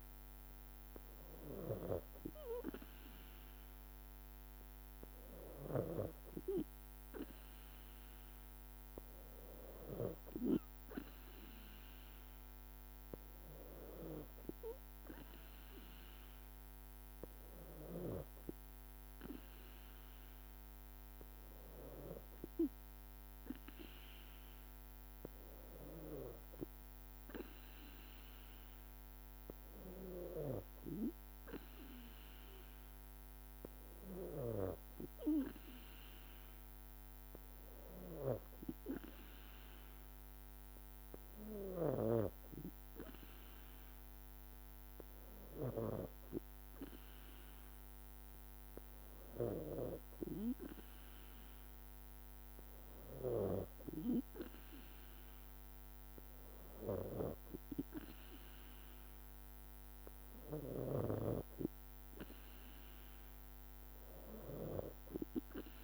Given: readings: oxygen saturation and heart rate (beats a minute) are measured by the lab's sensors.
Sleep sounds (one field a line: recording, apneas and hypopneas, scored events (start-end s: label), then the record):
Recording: breathing in sleep by a microphone on the trachea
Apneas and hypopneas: none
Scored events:
62.50-65.84 s: new sleep stage, N3 (deep sleep)
From the record:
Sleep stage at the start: N2 (light sleep)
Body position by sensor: on the back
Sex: female